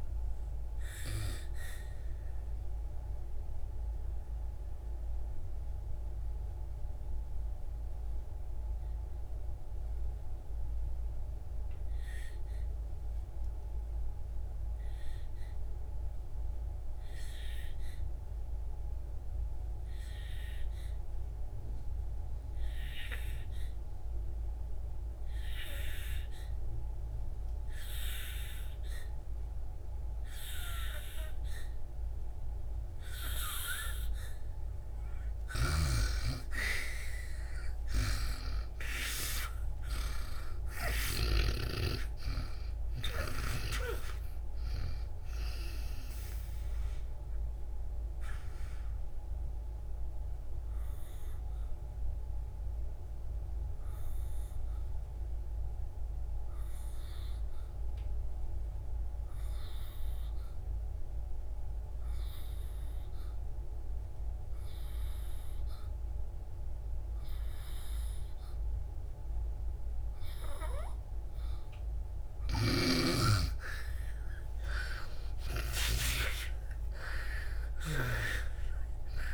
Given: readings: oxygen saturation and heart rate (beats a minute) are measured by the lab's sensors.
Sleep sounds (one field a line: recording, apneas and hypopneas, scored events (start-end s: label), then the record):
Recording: breathing in sleep by a room microphone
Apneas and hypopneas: 2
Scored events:
0.00-24.50 s: oxygen desaturation (device-marked, oxygen 82% lowest, heart rate 56 extreme)
2.50-34.50 s: obstructive apnea (oxygen 98% before, 82% lowest, heart rate 76 before, 56 extreme, up 6 after)
26.50-68.50 s: oxygen desaturation (device-marked, oxygen 99% before, 83% lowest, heart rate 60 before, 40 extreme)
35.50-41.50 s: snoring (device-marked)
38.50-42.50 s: arousal
47.50-73.00 s: obstructive apnea (oxygen 99% before, 82% lowest, heart rate 68 before, 40 extreme, up 10 after)
70.50-79.34 s: oxygen desaturation (device-marked, oxygen 97% before, 82% lowest, heart rate 65 before, 40 extreme)
74.50-79.00 s: arousal
From the record:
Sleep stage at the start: N2 (light sleep)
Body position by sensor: on the back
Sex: female